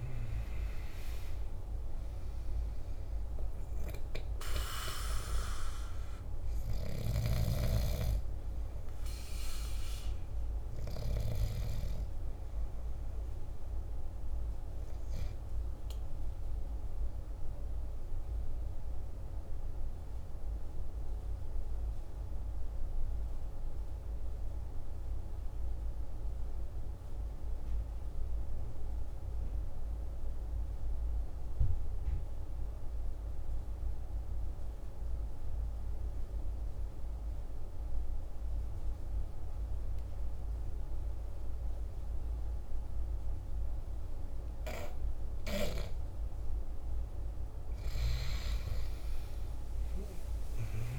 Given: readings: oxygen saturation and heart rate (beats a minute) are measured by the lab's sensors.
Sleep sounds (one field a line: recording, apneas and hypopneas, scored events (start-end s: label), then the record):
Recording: breathing in sleep by a room microphone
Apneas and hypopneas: 1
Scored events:
0.00-22.00 s: oxygen desaturation (device-marked, oxygen 87% lowest, heart rate 49 extreme)
17.50-45.00 s: mixed apnea (oxygen 97% before, 87% lowest, heart rate 56 before, 48 extreme, up 10 after)
41.00-50.99 s: oxygen desaturation (device-marked, oxygen 98% before, 87% lowest, heart rate 50 before, 47 extreme)
46.50-50.99 s: arousal
From the record:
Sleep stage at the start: N2 (light sleep)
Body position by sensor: on the back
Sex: male